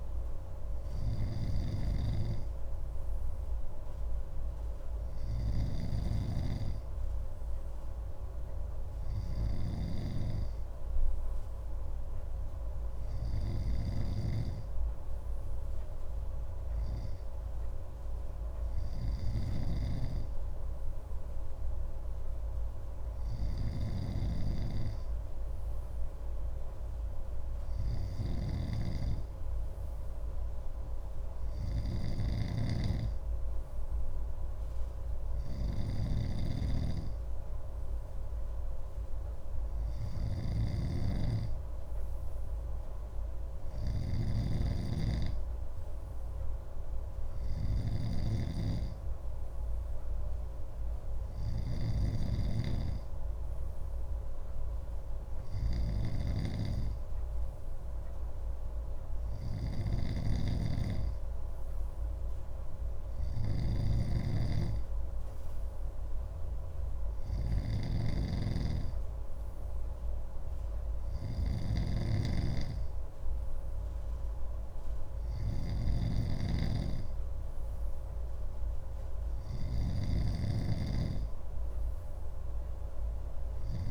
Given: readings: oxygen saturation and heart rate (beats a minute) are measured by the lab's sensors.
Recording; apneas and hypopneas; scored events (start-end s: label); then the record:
breathing in sleep by a room microphone; none
1.00-83.90 s: snoring (device-marked)
From the record:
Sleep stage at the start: N2 (light sleep); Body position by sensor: on the left side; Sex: male